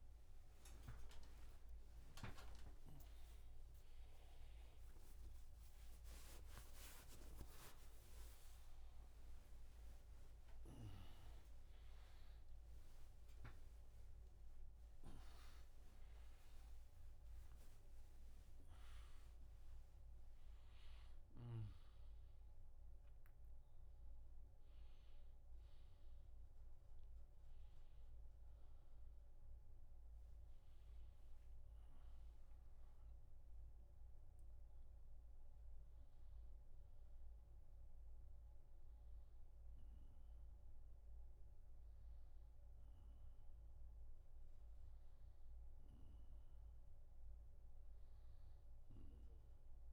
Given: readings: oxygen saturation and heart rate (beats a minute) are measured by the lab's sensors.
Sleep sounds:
a person awake in a sleep study, by a room microphone; none
2.00-7.00 s: oxygen desaturation (device-marked, oxygen 97% before, 94% lowest, heart rate 91 before, 73 extreme)
From the record:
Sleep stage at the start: awake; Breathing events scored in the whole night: 122 in 4.2 hours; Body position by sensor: on the right side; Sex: male

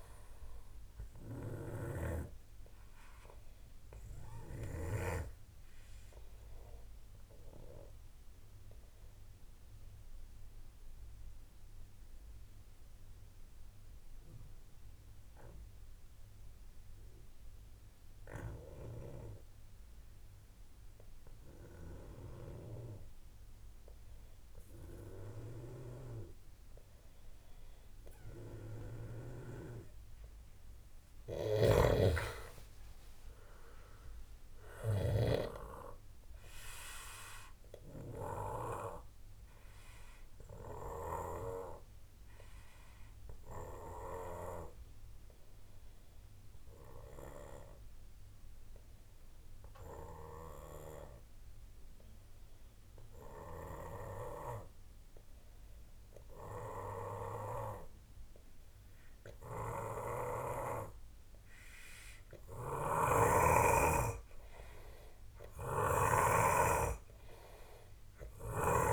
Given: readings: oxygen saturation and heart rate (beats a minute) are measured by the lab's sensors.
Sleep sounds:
breathing in sleep by a room microphone; 2
0.00-5.00 s: snoring (device-marked)
0.00-20.50 s: oxygen desaturation (device-marked, oxygen 88% lowest)
3.00-29.00 s: obstructive apnea (oxygen 97% before, 88% lowest)
25.50-29.50 s: snoring (device-marked)
33.00-36.50 s: arousal
40.00-63.50 s: obstructive apnea (oxygen 97% before, 90% lowest)
43.50-58.50 s: oxygen desaturation (device-marked, oxygen 95% before, 91% lowest)
62.50-68.93 s: snoring (device-marked)
65.50-68.00 s: arousal
From the record:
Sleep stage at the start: N2 (light sleep); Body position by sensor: on the back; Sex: male

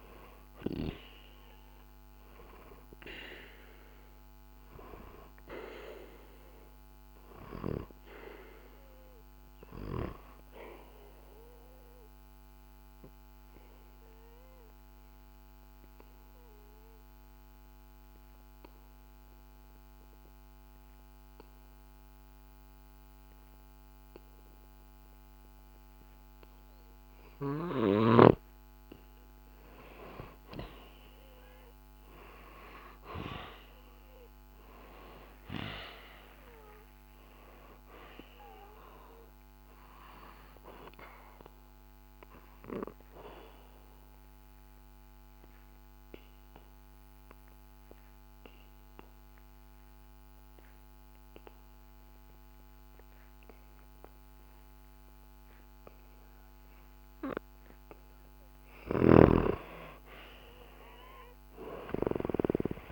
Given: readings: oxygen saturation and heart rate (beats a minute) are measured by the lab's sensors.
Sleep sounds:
breathing in sleep by a microphone on the trachea; 2
6.00-28.00 s: obstructive apnea (oxygen 97% before, 91% lowest, heart rate 66 before, 66 extreme, up 0 after)
8.00-23.00 s: oxygen desaturation (device-marked, oxygen 97% before, 91% lowest, heart rate 65 before, 66 extreme)
30.00-35.00 s: arousal
38.00-52.00 s: oxygen desaturation (device-marked, oxygen 97% before, 92% lowest, heart rate 67 before, 64 extreme)
40.50-57.50 s: obstructive apnea (oxygen 98% before, 90% lowest, heart rate 67 before, 64 extreme, up 1 after)
58.50-62.50 s: snoring (device-marked)
59.50-62.92 s: arousal
From the record:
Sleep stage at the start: N2 (light sleep); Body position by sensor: on the back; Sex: male

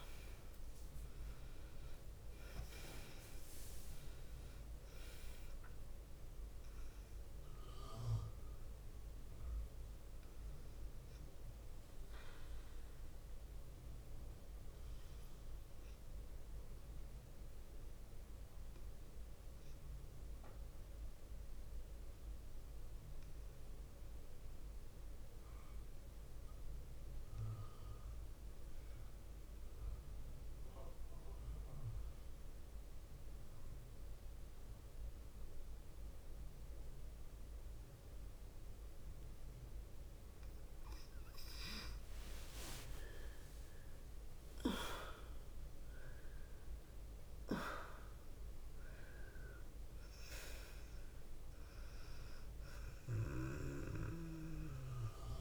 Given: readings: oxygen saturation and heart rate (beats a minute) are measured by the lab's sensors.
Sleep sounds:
breathing in sleep by a room microphone; 1
0.00-13.00 s: oxygen desaturation (device-marked, oxygen 92% lowest, heart rate 44 extreme)
16.00-40.50 s: obstructive apnea (oxygen 98% before, 92% lowest, heart rate 57 before, 47 extreme, up 5 after)
42.00-45.50 s: arousal
44.00-55.41 s: oxygen desaturation (device-marked, oxygen 100% before, 92% lowest, heart rate 51 before, 49 extreme)
From the record:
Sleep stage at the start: N2 (light sleep); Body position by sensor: on the left side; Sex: female

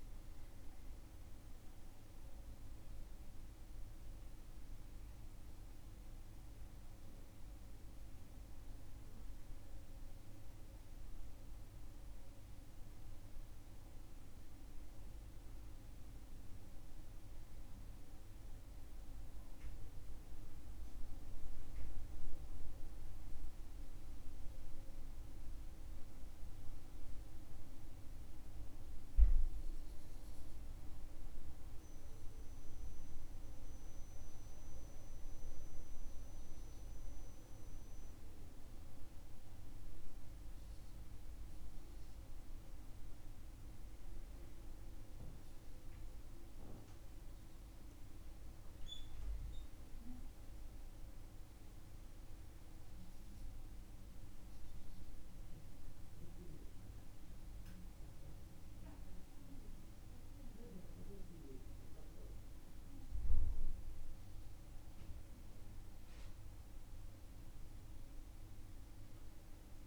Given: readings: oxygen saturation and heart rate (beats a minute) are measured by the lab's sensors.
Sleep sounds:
breathing in sleep, hard to hear, by a room microphone; none
none scored
From the record:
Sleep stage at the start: N1 (lightest sleep); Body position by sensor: on the back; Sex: male

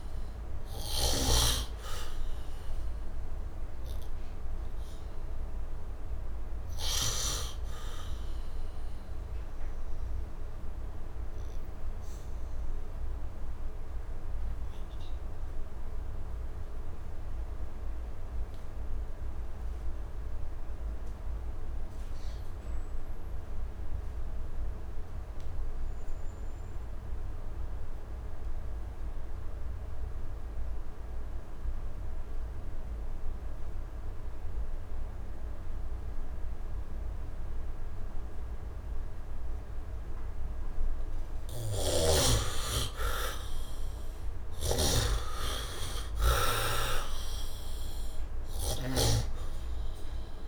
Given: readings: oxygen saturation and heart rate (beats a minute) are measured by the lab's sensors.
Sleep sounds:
breathing in sleep by a room microphone; 1
0.00-15.00 s: oxygen desaturation (device-marked, oxygen 76% lowest, heart rate 72 extreme)
9.50-40.50 s: obstructive apnea (oxygen 97% before, 65% lowest, heart rate 78 before, 70 extreme, up 17 after)
29.00-50.48 s: oxygen desaturation (device-marked, oxygen 99% before, 69% lowest, heart rate 73 before, 70 extreme)
41.50-49.00 s: snoring (device-marked)
43.50-46.00 s: arousal
From the record:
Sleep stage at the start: N2 (light sleep); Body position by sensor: on the back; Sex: male

